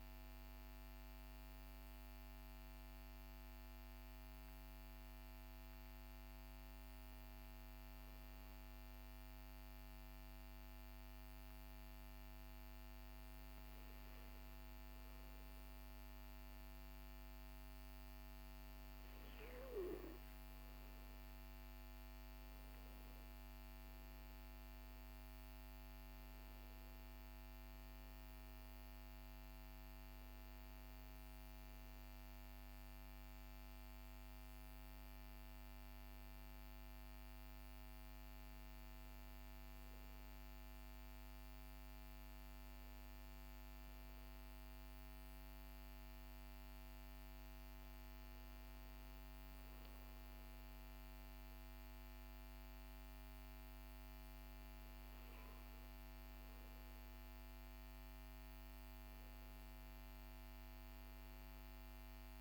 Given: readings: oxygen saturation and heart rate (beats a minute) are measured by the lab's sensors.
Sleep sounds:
breathing in sleep, hard to hear, by a microphone on the trachea; 2
3.50-19.50 s: obstructive apnea (oxygen 97% before, 95% lowest, heart rate 68 before, 49 extreme, up 14 after)
22.50-28.00 s: arousal
44.50-56.00 s: obstructive apnea (oxygen 97% before, 95% lowest, heart rate 60 before, 51 extreme, up 19 after)
59.00-62.41 s: arousal
From the record:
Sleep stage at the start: REM sleep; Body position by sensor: on the back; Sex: male

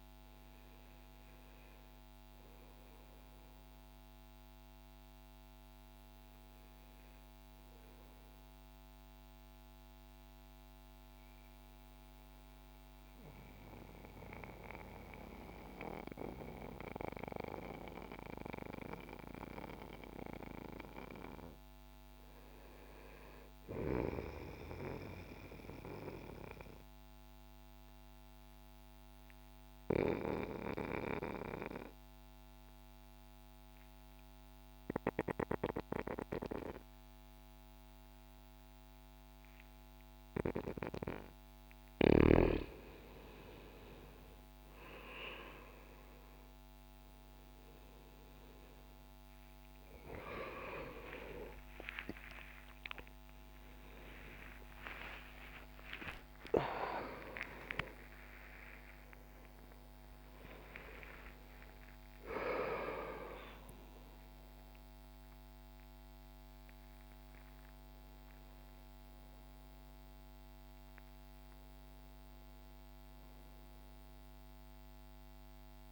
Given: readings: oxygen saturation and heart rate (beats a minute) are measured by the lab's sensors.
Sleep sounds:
a person partly awake in a sleep study, by a microphone on the trachea; 2
0.00-21.00 s: oxygen desaturation (device-marked, oxygen 85% lowest, heart rate 60 extreme)
8.00-20.50 s: central apnea (oxygen 95% before, 85% lowest, heart rate 62 before, 60 extreme, up 3 after)
22.00-24.00 s: arousal
25.50-40.00 s: obstructive apnea (oxygen 97% before, 87% lowest, heart rate 61 before, 60 extreme, up 2 after)
38.00-61.00 s: oxygen desaturation (device-marked, oxygen 96% before, 88% lowest, heart rate 61 before, 61 extreme)
40.00-75.91 s: new sleep stage, awake
From the record:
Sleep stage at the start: N2 (light sleep); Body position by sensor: on the back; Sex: male

